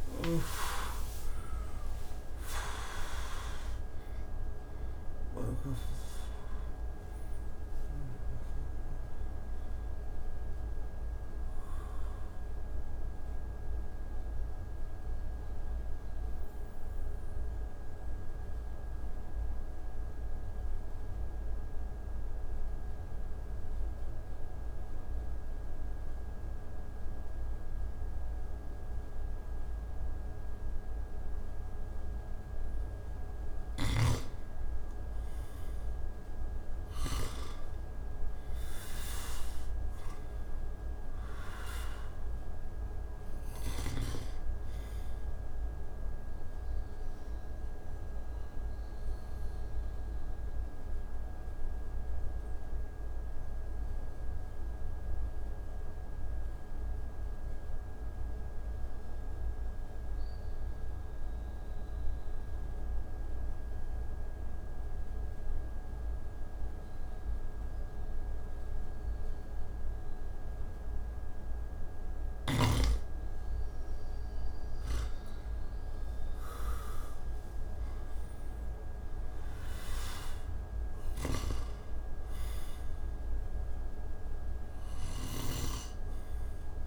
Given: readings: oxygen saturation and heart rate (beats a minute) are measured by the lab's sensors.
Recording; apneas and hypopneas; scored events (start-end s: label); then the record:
breathing in sleep by a room microphone; 2
0.00-3.50 s: arousal
0.00-10.50 s: oxygen desaturation (device-marked, oxygen 87% lowest)
12.00-33.50 s: mixed apnea (oxygen 97% before, 78% lowest)
18.50-29.50 s: oxygen desaturation (device-marked, oxygen 88% before, 78% lowest)
34.50-61.50 s: oxygen desaturation (device-marked, oxygen 99% before, 84% lowest)
37.50-40.50 s: arousal
46.00-73.00 s: obstructive apnea (oxygen 99% before, 84% lowest)
74.50-86.87 s: oxygen desaturation (device-marked, oxygen 98% before, 85% lowest)
75.00-78.50 s: arousal
From the record:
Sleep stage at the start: N2 (light sleep); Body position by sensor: on the back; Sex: male